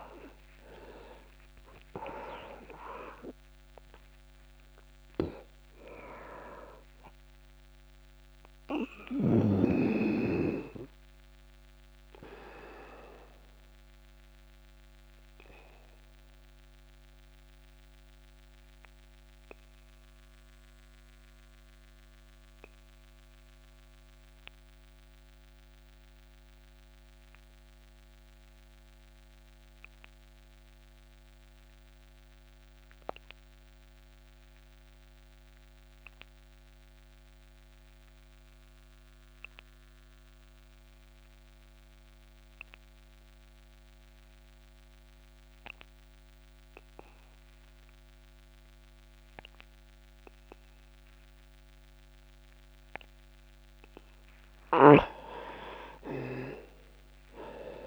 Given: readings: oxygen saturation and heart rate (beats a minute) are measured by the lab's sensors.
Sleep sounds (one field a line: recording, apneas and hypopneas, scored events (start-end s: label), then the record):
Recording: breathing in sleep by a microphone on the trachea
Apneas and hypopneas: 1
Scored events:
0.00-3.00 s: arousal
0.00-30.50 s: oxygen desaturation (device-marked, oxygen 86% lowest)
13.00-53.50 s: obstructive apnea (oxygen 99% before, 85% lowest)
48.50-57.87 s: oxygen desaturation (device-marked, oxygen 99% before, 85% lowest)
56.00-57.87 s: arousal
From the record:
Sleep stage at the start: N2 (light sleep)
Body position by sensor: on the back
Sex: male